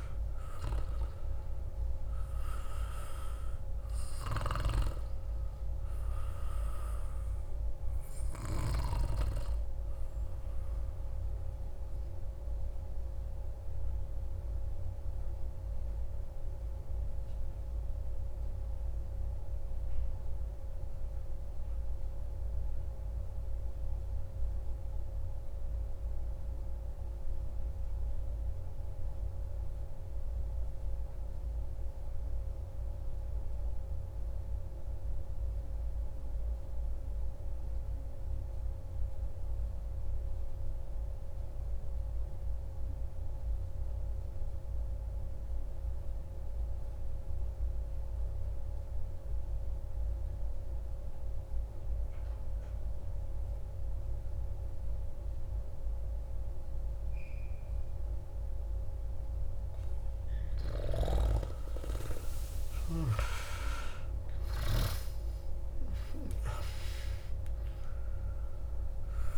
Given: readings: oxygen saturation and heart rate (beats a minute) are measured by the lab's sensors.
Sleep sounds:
breathing in sleep by a room microphone; 1
0.00-21.50 s: oxygen desaturation (device-marked, oxygen 90% lowest, heart rate 43 extreme)
12.00-59.00 s: mixed apnea (oxygen 97% before, 90% lowest, heart rate 95 before, 43 extreme, up 24 after)
47.50-69.37 s: oxygen desaturation (device-marked, oxygen 97% before, 90% lowest, heart rate 90 before, 67 extreme)
60.00-63.50 s: arousal
From the record:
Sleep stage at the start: N2 (light sleep); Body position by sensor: on the back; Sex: male

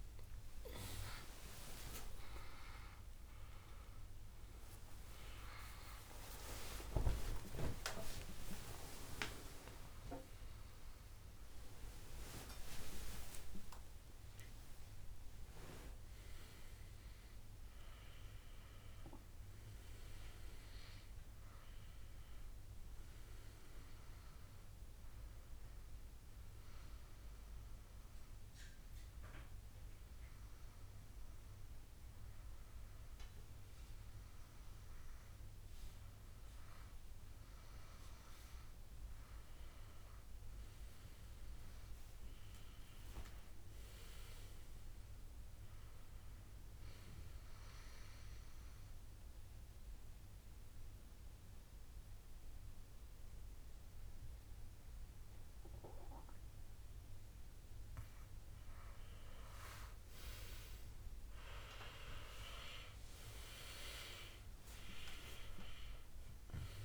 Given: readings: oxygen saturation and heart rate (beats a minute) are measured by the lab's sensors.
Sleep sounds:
a person partly awake in a sleep study, by a room microphone; 2
0.00-17.50 s: oxygen desaturation (device-marked, oxygen 91% lowest, heart rate 63 extreme)
7.50-9.50 s: long interval between heartbeats (device-marked, heart rate 80 before, 91 extreme)
13.00-15.00 s: long interval between heartbeats (device-marked, heart rate 85 before, 92 extreme)
17.50-66.84 s: new sleep stage, N2 (light sleep)
22.50-36.00 s: hypopnea (oxygen 99% before, 95% lowest, heart rate 89 before, 63 extreme, up 9 after)
48.00-59.00 s: obstructive apnea (oxygen 99% before, 95% lowest, heart rate 68 before, 63 extreme, up 11 after)
60.50-64.50 s: arousal
From the record:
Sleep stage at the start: awake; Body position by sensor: on the back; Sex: male

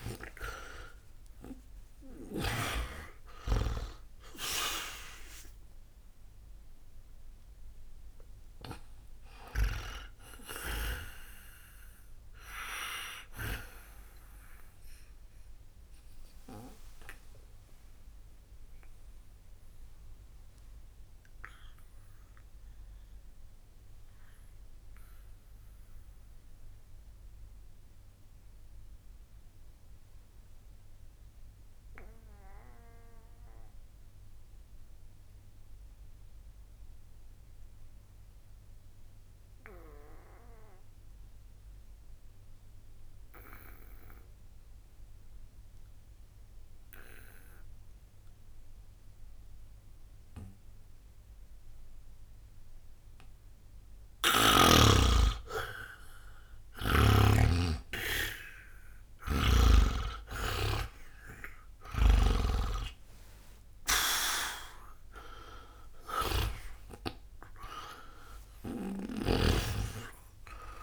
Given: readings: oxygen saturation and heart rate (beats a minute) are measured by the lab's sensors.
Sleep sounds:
breathing in sleep by a room microphone; 1
0.00-34.50 s: oxygen desaturation (device-marked, oxygen 77% lowest, heart rate 61 extreme)
15.00-54.00 s: obstructive apnea (oxygen 97% before, 77% lowest, heart rate 108 before, 61 extreme, up 0 after)
52.50-70.83 s: oxygen desaturation (device-marked, oxygen 99% before, 79% lowest, heart rate 62 before, 60 extreme)
59.50-65.00 s: arousal
From the record:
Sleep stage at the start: N2 (light sleep); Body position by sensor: on the back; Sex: male

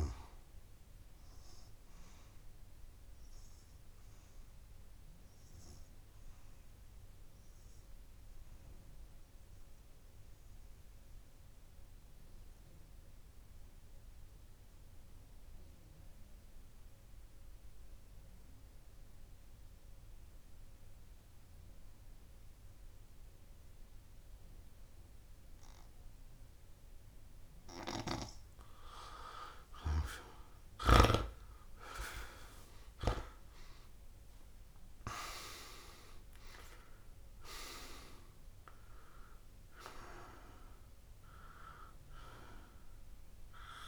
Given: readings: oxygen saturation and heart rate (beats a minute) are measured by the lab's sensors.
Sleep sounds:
breathing in sleep by a room microphone; 1
5.00-28.50 s: obstructive apnea (oxygen 100% before, 93% lowest)
15.00-23.00 s: oxygen desaturation (device-marked, oxygen 98% before, 94% lowest)
21.00-23.00 s: long interval between heartbeats (device-marked)
30.50-34.00 s: arousal
34.00-43.00 s: oxygen desaturation (device-marked, oxygen 99% before, 95% lowest)
From the record:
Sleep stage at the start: N2 (light sleep); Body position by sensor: on the back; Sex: male

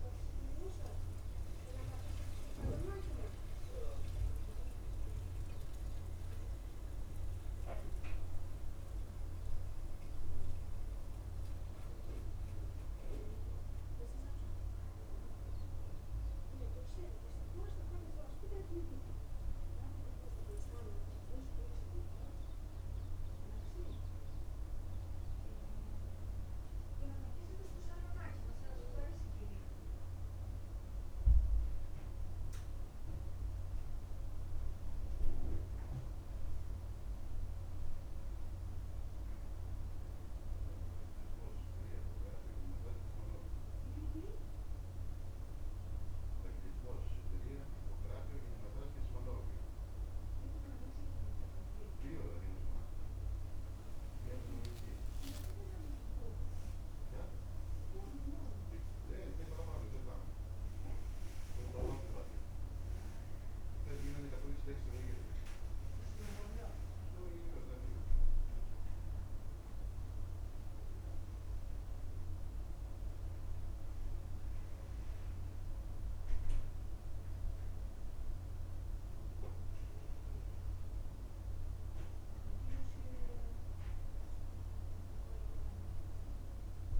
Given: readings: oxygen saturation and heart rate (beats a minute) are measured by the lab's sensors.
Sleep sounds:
a person partly awake in a sleep study, by a room microphone; none
30.00-87.00 s: new sleep stage, N2 (light sleep)
From the record:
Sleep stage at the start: awake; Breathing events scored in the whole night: 47 in 4.1 hours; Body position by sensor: on the back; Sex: male

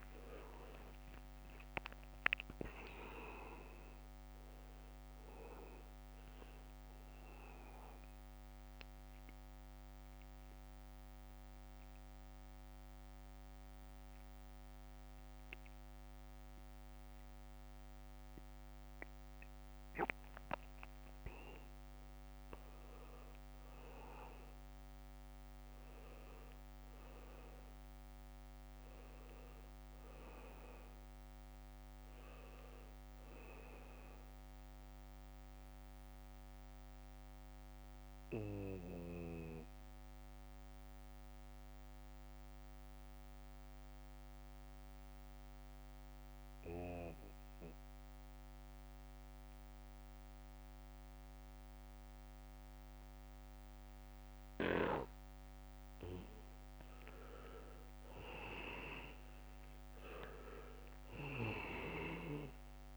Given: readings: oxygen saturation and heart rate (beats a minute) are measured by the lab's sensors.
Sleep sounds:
breathing in sleep by a microphone on the trachea; 2
0.00-2.50 s: arousal
0.00-23.00 s: oxygen desaturation (device-marked, oxygen 80% lowest, heart rate 67 extreme)
9.00-21.50 s: central apnea (oxygen 99% before, 80% lowest, heart rate 72 before, 72 extreme, up 4 after)
27.00-31.50 s: arousal
34.00-41.00 s: oxygen desaturation (device-marked, oxygen 99% before, 94% lowest, heart rate 80 before, 71 extreme)
36.50-56.50 s: mixed apnea (oxygen 99% before, 85% lowest, heart rate 79 before, 70 extreme, up 0 after)
56.50-58.00 s: leg movement (device-marked)
57.00-62.97 s: oxygen desaturation (device-marked, oxygen 98% before, 87% lowest, heart rate 72 before, 69 extreme)
59.00-62.50 s: arousal
From the record:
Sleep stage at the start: N2 (light sleep); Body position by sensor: on the back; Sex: male

